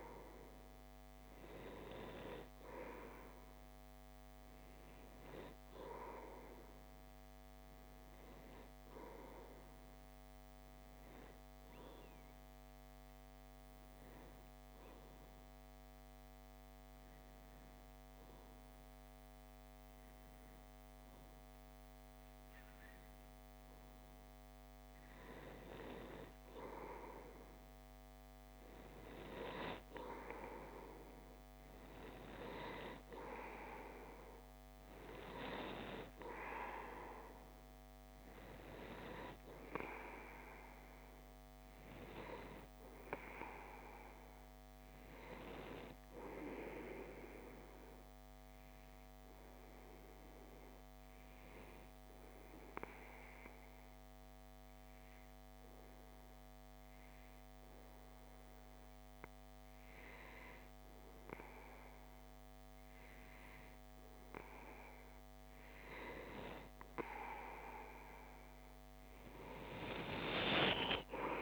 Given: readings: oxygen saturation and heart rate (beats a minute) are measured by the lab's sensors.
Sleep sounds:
breathing in sleep by a microphone on the trachea; 2
6.50-23.50 s: hypopnea (oxygen 95% before, 92% lowest, heart rate 48 before, 35 extreme, up 16 after)
25.00-29.00 s: arousal
49.50-63.50 s: obstructive apnea (oxygen 95% before, 92% lowest, heart rate 61 before, 58 extreme, up 4 after)
67.50-71.42 s: arousal
From the record:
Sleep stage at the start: N2 (light sleep); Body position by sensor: on the left side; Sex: male

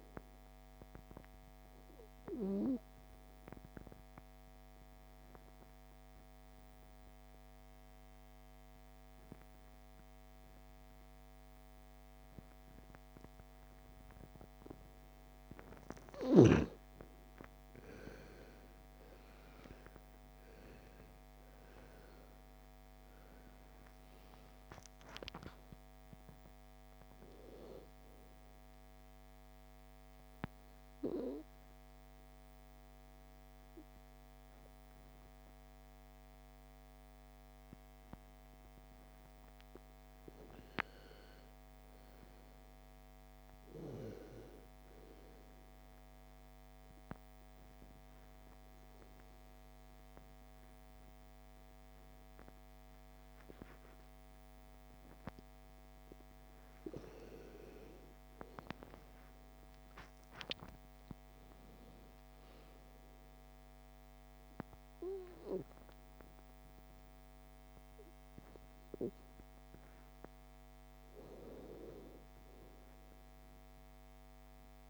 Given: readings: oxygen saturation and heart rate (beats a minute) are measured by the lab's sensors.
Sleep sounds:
breathing in sleep by a microphone on the trachea; 3
4.00-16.50 s: obstructive apnea (oxygen 97% before, 83% lowest)
7.50-15.50 s: oxygen desaturation (device-marked, oxygen 99% before, 93% lowest)
19.50-25.00 s: arousal
26.50-41.50 s: oxygen desaturation (device-marked, oxygen 96% before, 83% lowest)
29.50-39.50 s: obstructive apnea (oxygen 99% before, 83% lowest)
41.50-45.00 s: arousal
47.00-57.50 s: obstructive apnea (oxygen 98% before, 90% lowest)
59.00-63.00 s: arousal
67.50-74.90 s: oxygen desaturation (device-marked, oxygen 98% before, 92% lowest)
From the record:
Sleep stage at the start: N2 (light sleep); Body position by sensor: on the back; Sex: female

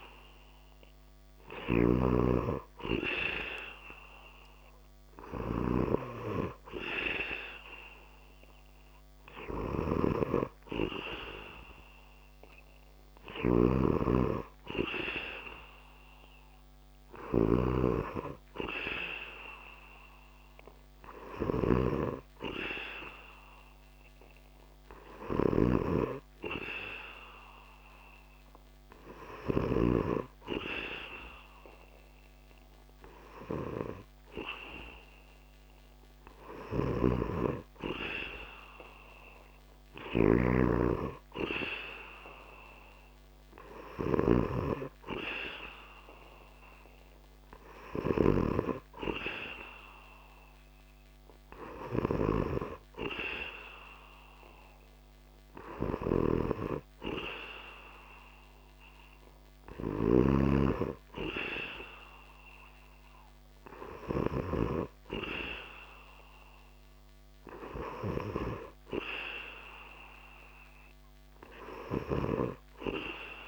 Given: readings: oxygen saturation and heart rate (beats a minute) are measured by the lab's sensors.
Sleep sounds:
breathing in sleep by a microphone on the trachea; none
0.00-29.00 s: snoring (device-marked)
36.00-63.50 s: snoring (device-marked)
From the record:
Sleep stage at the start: N2 (light sleep); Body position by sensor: on the back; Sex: male

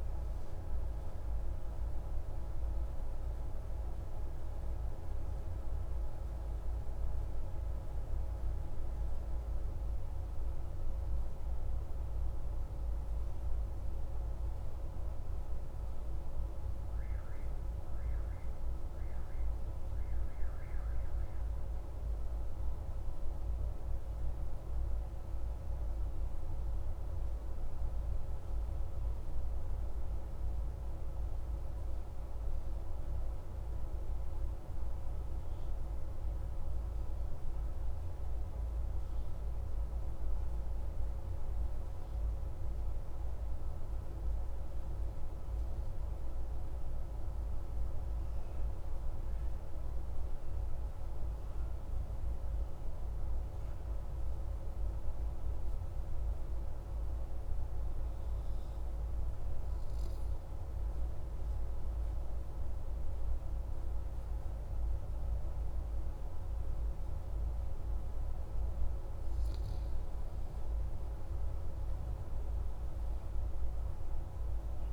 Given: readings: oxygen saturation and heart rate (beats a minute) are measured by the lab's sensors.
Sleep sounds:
breathing in sleep, hard to hear, by a room microphone; 2
2.50-19.50 s: central apnea (oxygen 96% before, 94% lowest)
21.50-25.50 s: arousal
27.00-74.93 s: new sleep stage, N2 (light sleep)
42.00-67.00 s: mixed apnea (oxygen 97% before, 93% lowest)
70.00-74.93 s: oxygen desaturation (device-marked, oxygen 96% before, 93% lowest)
71.50-74.93 s: arousal
From the record:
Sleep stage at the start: N1 (lightest sleep); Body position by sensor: on the back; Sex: male

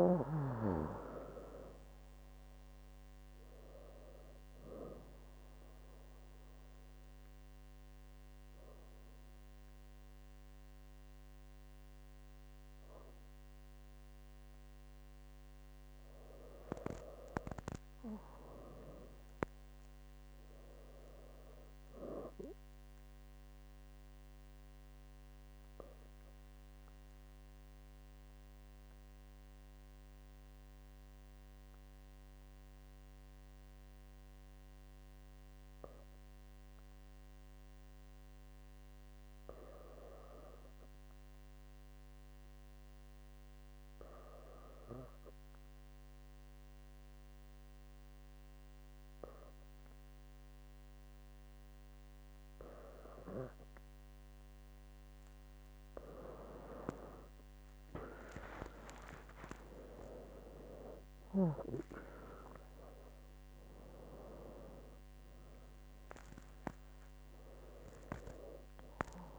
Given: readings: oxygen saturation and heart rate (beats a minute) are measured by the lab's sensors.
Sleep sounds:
breathing in sleep by a microphone on the trachea; 2
5.00-15.50 s: obstructive apnea (oxygen 98% before, 95% lowest, heart rate 81 before, 64 extreme, up 9 after)
18.50-21.50 s: arousal
24.50-52.50 s: obstructive apnea (oxygen 98% before, 95% lowest, heart rate 70 before, 67 extreme, up 44 after)
52.50-69.39 s: oxygen desaturation (device-marked, oxygen 98% before, 95% lowest, heart rate 68 before, 66 extreme)
57.00-61.50 s: arousal
From the record:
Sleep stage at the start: N2 (light sleep); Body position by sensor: on the back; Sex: female

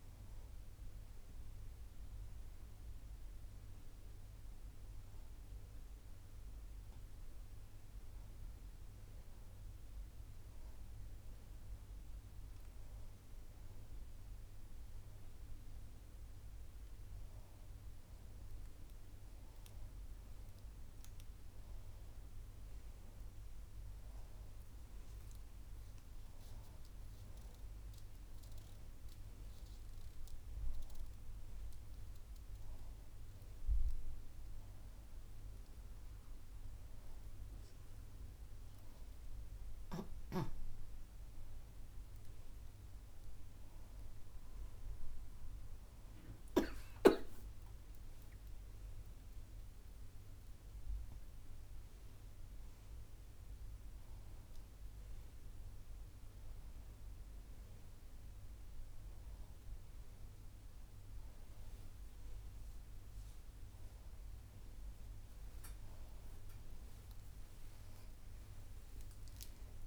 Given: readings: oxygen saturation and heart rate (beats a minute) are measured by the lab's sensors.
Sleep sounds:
a person awake in a sleep study, hard to hear, by a room microphone; none
none scored
From the record:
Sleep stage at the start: awake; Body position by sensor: on the right side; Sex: female

